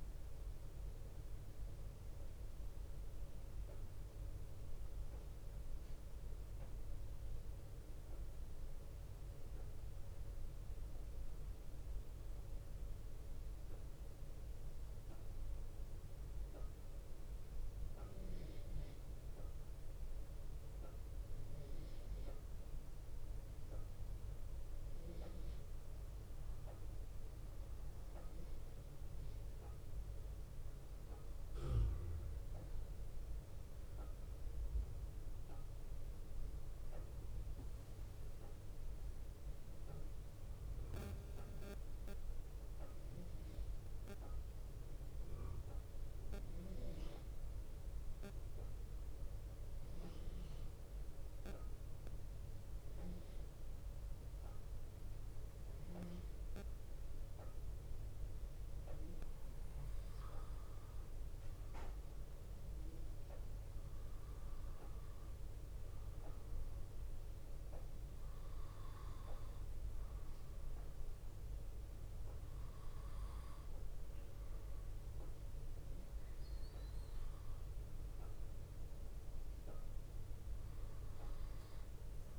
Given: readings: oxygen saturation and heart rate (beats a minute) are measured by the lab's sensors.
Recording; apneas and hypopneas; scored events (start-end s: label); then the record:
a person partly awake in a sleep study, hard to hear, by a room microphone; 2
2.00-62.00 s: new sleep stage, N1 (lightest sleep)
10.00-20.50 s: central apnea (oxygen 94% before, 90% lowest)
24.00-28.00 s: arousal
37.00-46.00 s: oxygen desaturation (device-marked, oxygen 94% before, 91% lowest)
42.50-59.50 s: mixed apnea (oxygen 95% before, 90% lowest)
61.00-65.50 s: arousal
62.00-82.39 s: new sleep stage, N2 (light sleep)
69.00-80.00 s: oxygen desaturation (device-marked, oxygen 93% before, 90% lowest)
From the record:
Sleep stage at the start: awake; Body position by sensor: on the right side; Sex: male